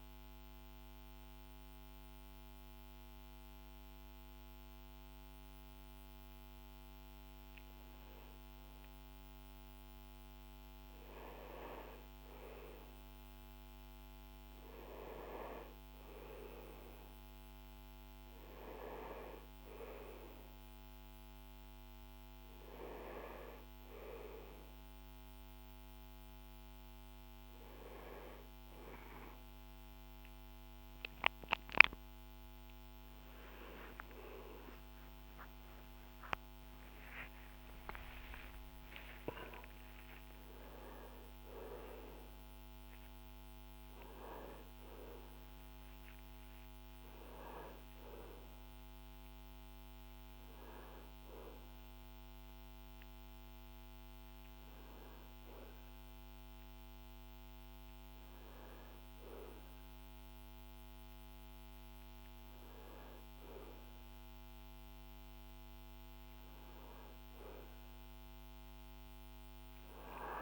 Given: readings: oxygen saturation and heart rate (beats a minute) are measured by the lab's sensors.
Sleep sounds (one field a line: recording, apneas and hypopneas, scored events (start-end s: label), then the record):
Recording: a person partly awake in a sleep study, by a microphone on the trachea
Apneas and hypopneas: none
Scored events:
8.00-70.42 s: new sleep stage, N1 (lightest sleep)
20.00-32.00 s: oxygen desaturation (device-marked, oxygen 98% before, 94% lowest, heart rate 70 before, 67 extreme)
32.00-37.50 s: arousal
From the record:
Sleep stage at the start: awake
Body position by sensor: on the back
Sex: male